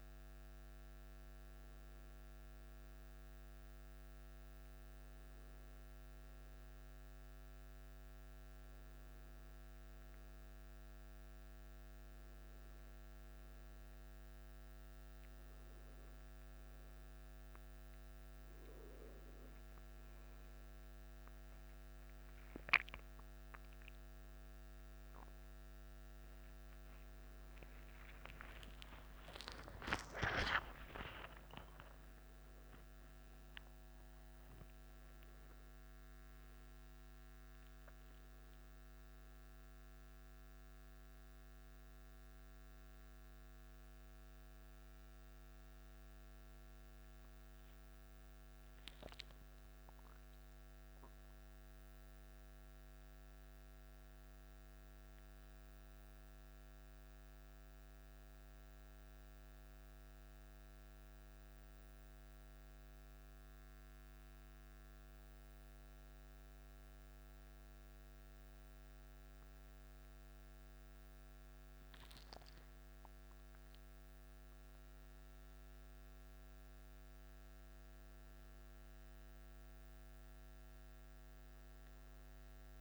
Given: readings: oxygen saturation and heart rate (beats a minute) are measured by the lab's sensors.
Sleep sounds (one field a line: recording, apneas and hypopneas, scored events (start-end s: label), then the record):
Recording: a person awake in a sleep study, by a microphone on the trachea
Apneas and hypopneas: none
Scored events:
31.50-82.81 s: new sleep stage, awake
From the record:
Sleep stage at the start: N1 (lightest sleep)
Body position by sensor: on the back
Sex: male